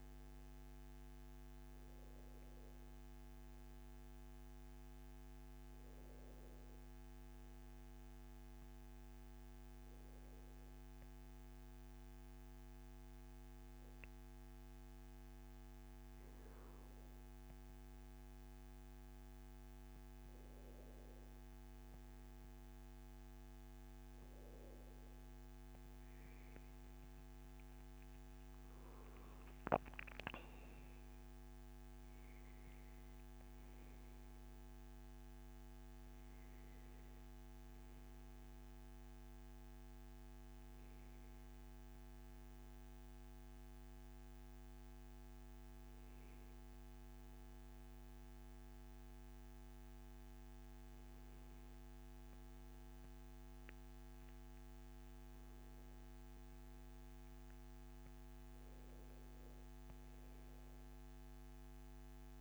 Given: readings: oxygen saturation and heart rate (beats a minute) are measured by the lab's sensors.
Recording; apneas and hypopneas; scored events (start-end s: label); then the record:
a person partly awake in a sleep study, hard to hear, by a microphone on the trachea; none
29.50-62.41 s: new sleep stage, N1 (lightest sleep)
36.50-54.50 s: oxygen desaturation (device-marked, oxygen 96% before, 93% lowest, heart rate 131 before, 139 extreme)
From the record:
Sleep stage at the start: awake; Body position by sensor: on the back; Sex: male